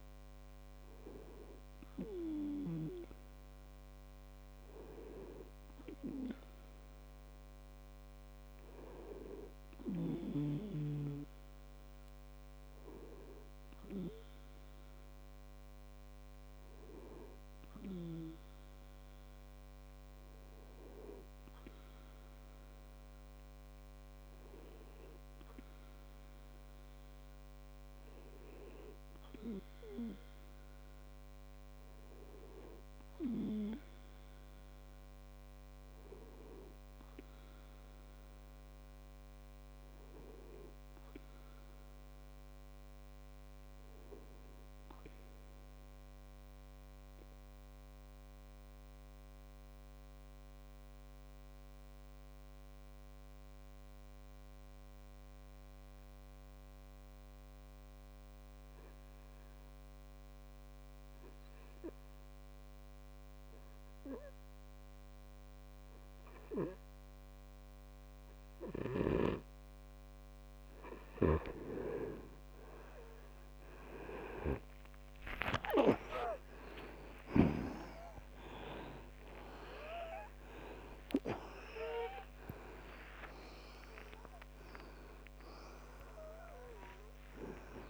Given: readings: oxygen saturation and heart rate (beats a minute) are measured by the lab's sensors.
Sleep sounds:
breathing in sleep by a microphone on the trachea; 1
38.50-42.50 s: arousal
47.00-69.50 s: mixed apnea (oxygen 98% before, 90% lowest)
76.00-81.50 s: arousal
83.00-87.90 s: new sleep stage, N1 (lightest sleep)
From the record:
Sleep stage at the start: REM sleep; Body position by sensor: on the back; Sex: male

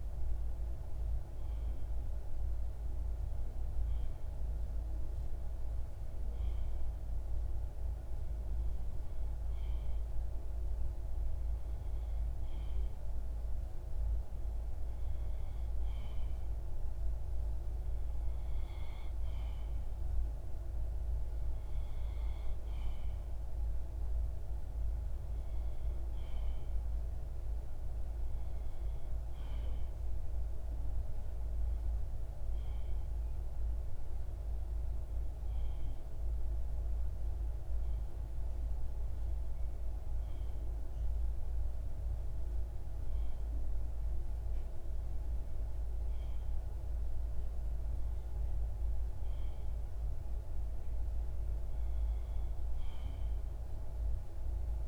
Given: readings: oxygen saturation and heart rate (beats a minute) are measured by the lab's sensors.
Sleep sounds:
breathing in sleep, hard to hear, by a room microphone; none
none scored
From the record:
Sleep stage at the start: REM sleep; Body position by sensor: on the left side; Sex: male

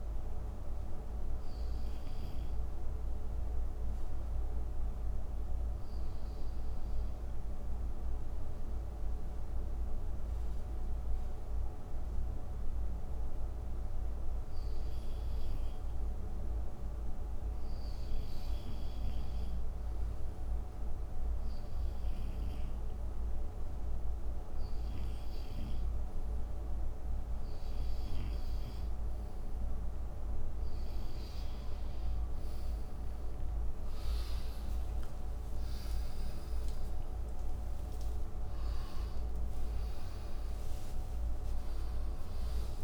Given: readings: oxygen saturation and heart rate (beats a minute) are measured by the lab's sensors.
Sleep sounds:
a person partly awake in a sleep study, hard to hear, by a room microphone; 1
1.50-15.00 s: hypopnea (oxygen 97% before, 93% lowest, heart rate 69 before, 65 extreme, up 2 after)
17.00-21.50 s: arousal
25.00-42.84 s: new sleep stage, awake
From the record:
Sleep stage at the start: N2 (light sleep); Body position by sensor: on the front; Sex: male

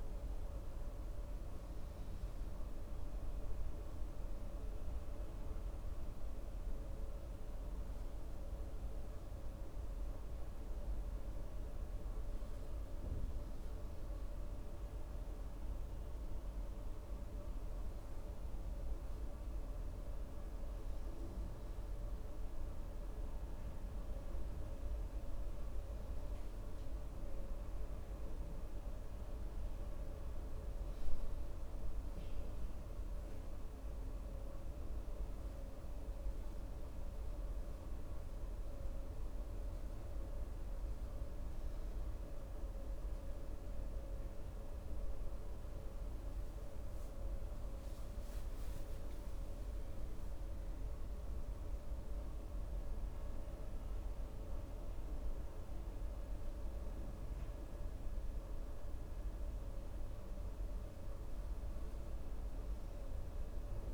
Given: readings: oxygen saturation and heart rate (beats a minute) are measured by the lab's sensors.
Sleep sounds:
breathing in sleep, hard to hear, by a room microphone; none
none scored
From the record:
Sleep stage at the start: N2 (light sleep); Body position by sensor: on the right side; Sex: male

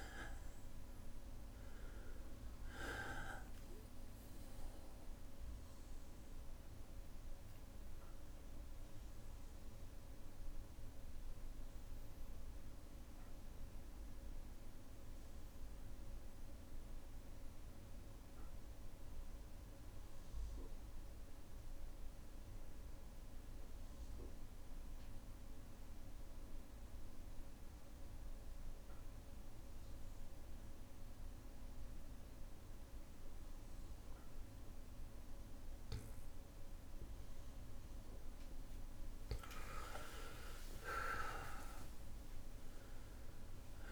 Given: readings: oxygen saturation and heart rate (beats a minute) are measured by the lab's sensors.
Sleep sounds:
breathing in sleep by a room microphone; 1
0.00-20.00 s: oxygen desaturation (device-marked, oxygen 92% lowest, heart rate 56 extreme)
6.00-35.00 s: bradycardia (device-marked, heart rate 60 before, 56 extreme)
7.00-37.50 s: obstructive apnea (oxygen 99% before, 91% lowest, heart rate 64 before, 56 extreme, up 24 after)
34.00-43.92 s: oxygen desaturation (device-marked, oxygen 99% before, 91% lowest, heart rate 57 before, 58 extreme)
39.50-41.50 s: long interval between heartbeats (device-marked, heart rate 58 before, 69 extreme)
40.50-43.92 s: arousal
From the record:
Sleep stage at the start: N2 (light sleep); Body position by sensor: on the back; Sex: male

